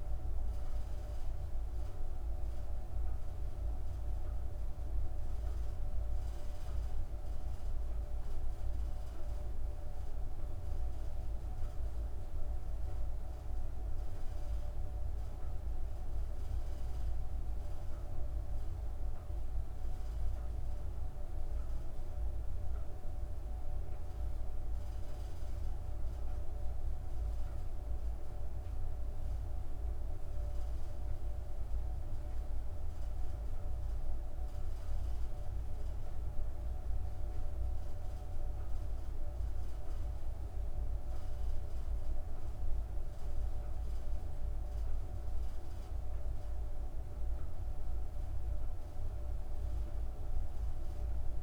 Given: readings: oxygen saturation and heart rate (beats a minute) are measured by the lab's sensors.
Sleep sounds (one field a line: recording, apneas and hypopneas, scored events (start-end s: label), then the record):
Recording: breathing in sleep, hard to hear, by a room microphone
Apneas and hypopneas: none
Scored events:
none scored
From the record:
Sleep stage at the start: N1 (lightest sleep)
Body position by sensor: on the back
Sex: female